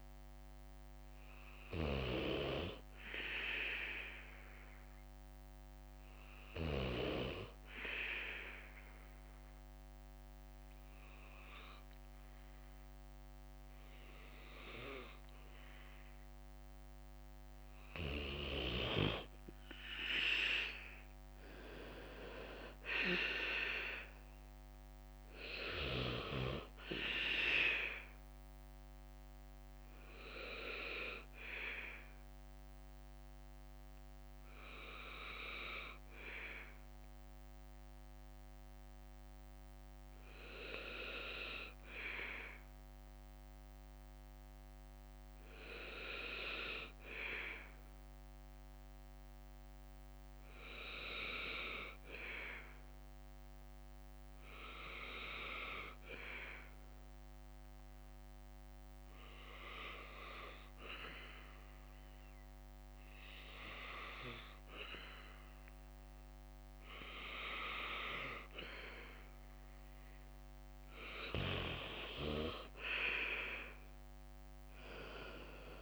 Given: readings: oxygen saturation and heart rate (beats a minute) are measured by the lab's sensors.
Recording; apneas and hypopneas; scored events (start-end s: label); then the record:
breathing in sleep by a microphone on the trachea; 2
6.00-17.00 s: obstructive apnea (oxygen 93% before, 89% lowest, heart rate 60 before, 57 extreme, up 3 after)
14.00-18.00 s: bradycardia (device-marked, heart rate 61 before, 59 extreme)
22.00-25.50 s: arousal
22.00-36.00 s: drop in pulse transit time (device-marked, heart rate 60 before, 57 extreme)
29.00-49.00 s: oxygen desaturation (device-marked, oxygen 92% before, 89% lowest, heart rate 61 before, 57 extreme)
30.00-40.00 s: bradycardia (device-marked, heart rate 61 before, 57 extreme)
30.00-75.81 s: new sleep stage, N2 (light sleep)
43.00-46.00 s: arousal
50.50-69.50 s: obstructive apnea (oxygen 92% before, 89% lowest, heart rate 60 before, 55 extreme, up 8 after)
53.00-61.00 s: bradycardia (device-marked, heart rate 61 before, 57 extreme)
70.00-75.81 s: oxygen desaturation (device-marked, oxygen 96% before, 89% lowest, heart rate 60 before, 55 extreme)
74.00-75.81 s: arousal
From the record:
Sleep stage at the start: N3 (deep sleep); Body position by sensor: on the right side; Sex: male